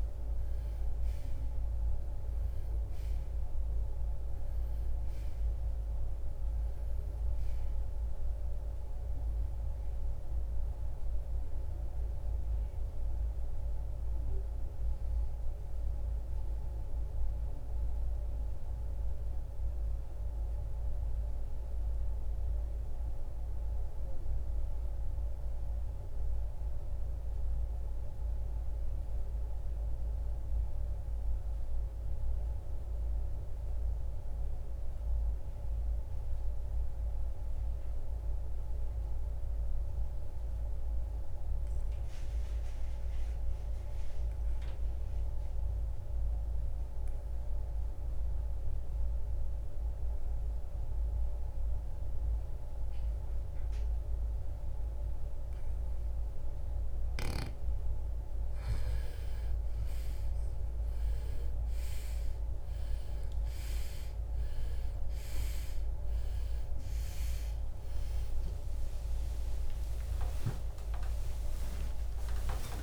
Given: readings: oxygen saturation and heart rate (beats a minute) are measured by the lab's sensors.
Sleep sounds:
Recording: breathing in sleep, hard to hear, by a room microphone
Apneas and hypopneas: 1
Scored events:
15.50-58.00 s: mixed apnea (oxygen 97% before, 81% lowest, heart rate 82 before, 44 extreme, up 29 after)
18.50-26.50 s: oxygen desaturation (device-marked, oxygen 94% before, 86% lowest, heart rate 82 before, 49 extreme)
59.50-72.83 s: new sleep stage, awake
62.50-72.83 s: oxygen desaturation (device-marked, oxygen 98% before, 92% lowest, heart rate 52 before, 68 extreme)
From the record:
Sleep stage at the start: N2 (light sleep)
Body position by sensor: on the right side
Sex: male

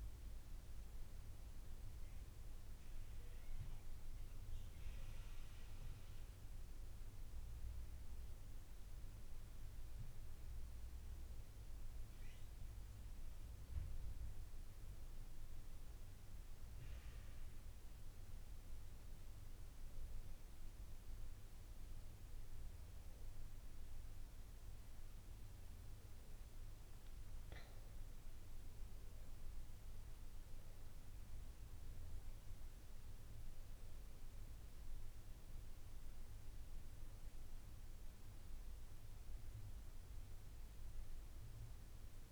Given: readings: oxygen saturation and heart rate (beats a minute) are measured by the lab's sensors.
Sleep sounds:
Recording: breathing in sleep, hard to hear, by a room microphone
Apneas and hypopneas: none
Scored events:
none scored
From the record:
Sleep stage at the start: N2 (light sleep)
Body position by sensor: on the back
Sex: female

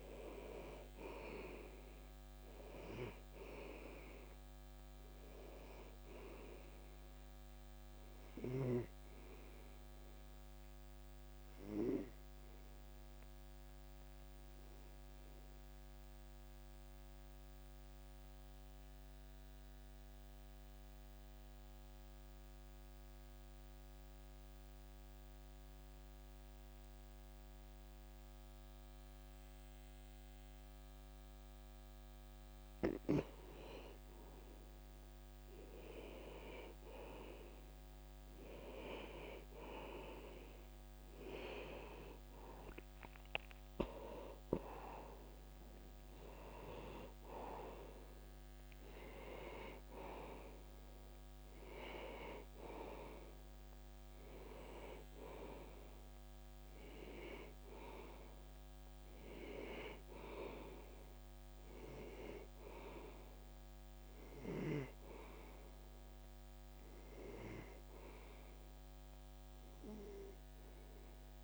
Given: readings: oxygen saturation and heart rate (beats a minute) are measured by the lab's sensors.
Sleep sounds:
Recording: breathing in sleep by a microphone on the trachea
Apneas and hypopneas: 1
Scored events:
0.00-20.00 s: oxygen desaturation (device-marked, oxygen 87% lowest)
4.00-8.00 s: arousal
10.00-33.50 s: mixed apnea (oxygen 96% before, 87% lowest, heart rate 53 before, 60 extreme, up 30 after)
39.50-44.50 s: arousal
46.00-71.44 s: oxygen desaturation (device-marked, oxygen 97% before, 87% lowest, heart rate 70 before, 40 extreme)
From the record:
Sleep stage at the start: N2 (light sleep)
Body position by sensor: on the back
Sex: male

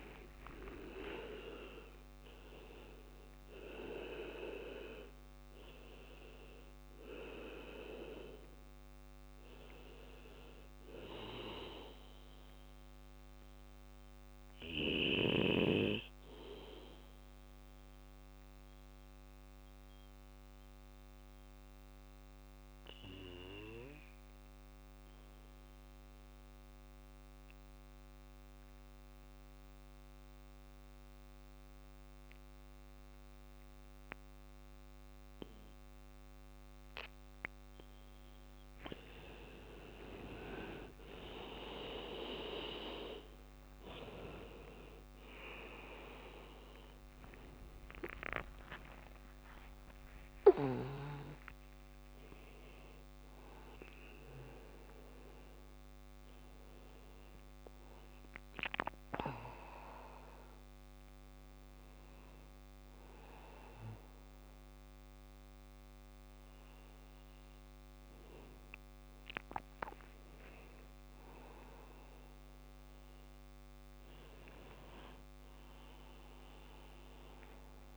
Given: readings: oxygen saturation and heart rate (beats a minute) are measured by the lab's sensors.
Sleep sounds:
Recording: a person awake in a sleep study, by a microphone on the trachea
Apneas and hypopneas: 1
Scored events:
0.00-11.50 s: drop in pulse transit time (device-marked, heart rate 60 extreme)
4.50-23.50 s: oxygen desaturation (device-marked, oxygen 98% before, 93% lowest, heart rate 59 before, 57 extreme)
9.50-21.50 s: bradycardia (device-marked, heart rate 60 before, 57 extreme)
12.00-37.50 s: mixed apnea (oxygen 98% before, 93% lowest, heart rate 61 before, 57 extreme, up 4 after)
29.50-35.50 s: bradycardia (device-marked, heart rate 60 before, 58 extreme)
30.50-77.97 s: new sleep stage, awake
36.50-54.50 s: oxygen desaturation (device-marked, oxygen 99% before, 95% lowest, heart rate 59 before, 61 extreme)
47.00-49.00 s: long interval between heartbeats (device-marked, heart rate 60 before, 68 extreme)
47.50-64.50 s: drop in pulse transit time (device-marked, heart rate 60 before, 68 extreme)
56.50-68.50 s: oxygen desaturation (device-marked, oxygen 97% before, 94% lowest, heart rate 71 before, 60 extreme)
From the record:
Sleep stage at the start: N2 (light sleep)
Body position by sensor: on the back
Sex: male

